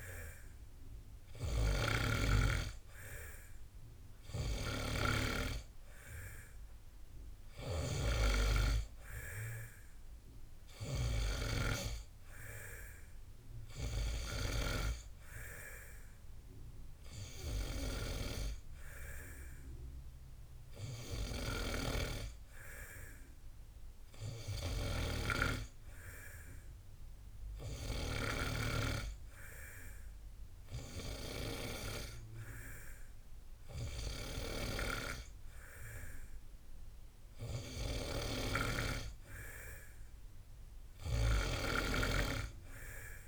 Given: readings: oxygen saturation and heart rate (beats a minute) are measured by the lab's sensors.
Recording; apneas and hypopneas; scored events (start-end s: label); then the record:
breathing in sleep by a room microphone; none
none scored
From the record:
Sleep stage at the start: N2 (light sleep); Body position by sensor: on the back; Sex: male